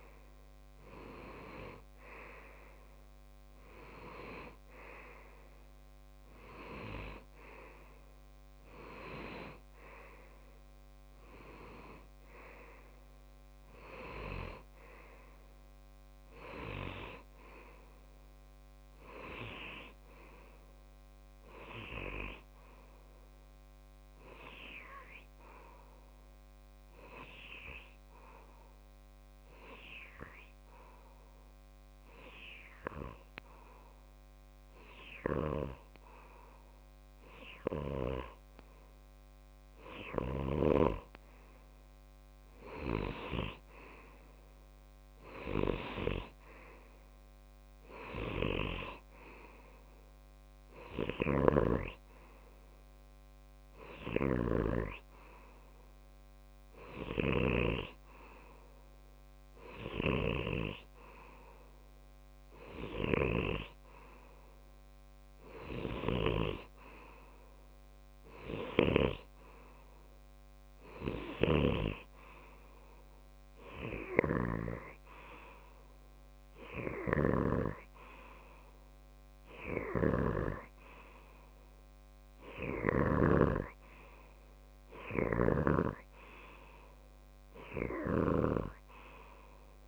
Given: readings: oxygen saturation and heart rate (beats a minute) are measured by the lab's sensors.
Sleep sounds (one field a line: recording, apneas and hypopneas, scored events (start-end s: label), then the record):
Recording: breathing in sleep by a microphone on the trachea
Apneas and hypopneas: 1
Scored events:
18.00-21.00 s: arousal
24.50-38.50 s: obstructive apnea (oxygen 95% before, 93% lowest)
41.00-44.50 s: arousal
From the record:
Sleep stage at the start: N2 (light sleep)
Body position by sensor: on the left side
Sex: male